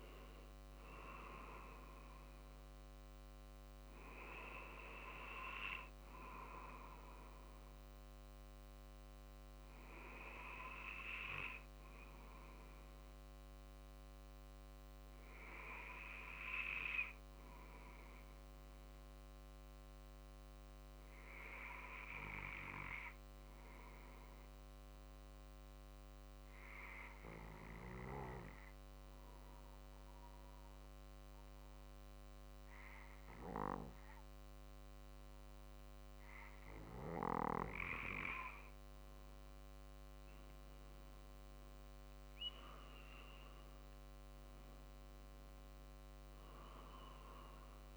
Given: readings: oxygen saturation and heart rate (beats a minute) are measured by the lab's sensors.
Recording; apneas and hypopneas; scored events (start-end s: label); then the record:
breathing in sleep by a microphone on the trachea; 1
0.00-7.50 s: drop in pulse transit time (device-marked, heart rate 47 extreme)
9.50-37.00 s: obstructive apnea (oxygen 95% before, 93% lowest, heart rate 48 before, 47 extreme, up 3 after)
40.50-44.00 s: arousal
43.50-47.97 s: drop in pulse transit time (device-marked, heart rate 48 before, 48 extreme)
From the record:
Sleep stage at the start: N2 (light sleep); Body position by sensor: on the back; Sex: male